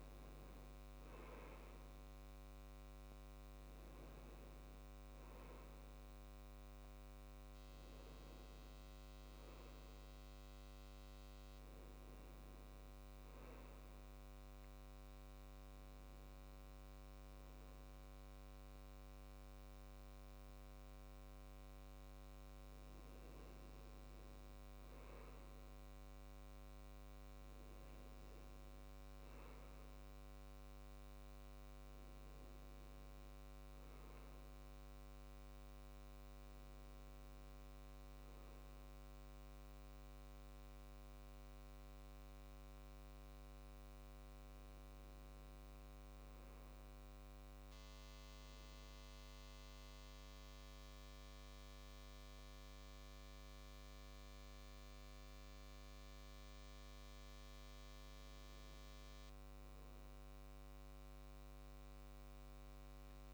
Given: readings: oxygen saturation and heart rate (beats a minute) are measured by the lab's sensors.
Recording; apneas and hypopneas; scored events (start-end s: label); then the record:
a person partly awake in a sleep study, hard to hear, by a microphone on the trachea; 1
2.50-32.50 s: new sleep stage, N1 (lightest sleep)
32.50-63.34 s: new sleep stage, N2 (light sleep)
49.00-59.00 s: central apnea (oxygen 100% before, 93% lowest, heart rate 72 before, 65 extreme, up 4 after)
From the record:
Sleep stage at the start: awake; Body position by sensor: on the back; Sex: male